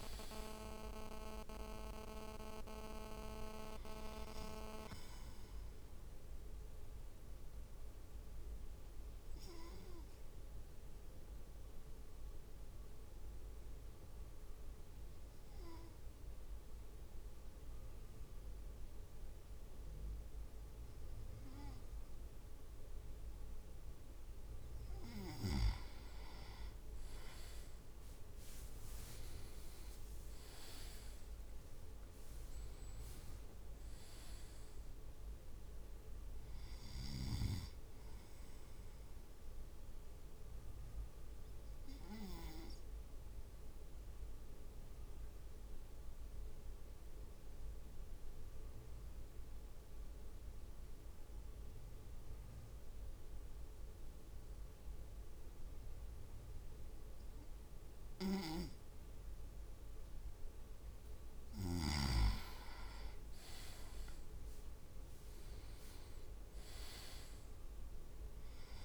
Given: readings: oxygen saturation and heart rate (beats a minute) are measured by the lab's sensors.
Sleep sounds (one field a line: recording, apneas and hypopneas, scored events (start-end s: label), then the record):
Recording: breathing in sleep by a room microphone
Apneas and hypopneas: 2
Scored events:
0.00-1.00 s: leg movement (device-marked)
0.00-2.50 s: arousal
8.00-24.00 s: obstructive apnea (oxygen 99% before, 97% lowest)
26.00-27.50 s: leg movement (device-marked)
26.50-31.00 s: arousal
30.00-31.00 s: leg movement (device-marked)
31.50-33.50 s: leg movement (device-marked)
39.50-60.00 s: obstructive apnea (oxygen 99% before, 97% lowest)
63.00-65.50 s: leg movement (device-marked)
64.50-68.50 s: arousal
From the record:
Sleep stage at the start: N2 (light sleep)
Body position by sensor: on the right side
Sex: male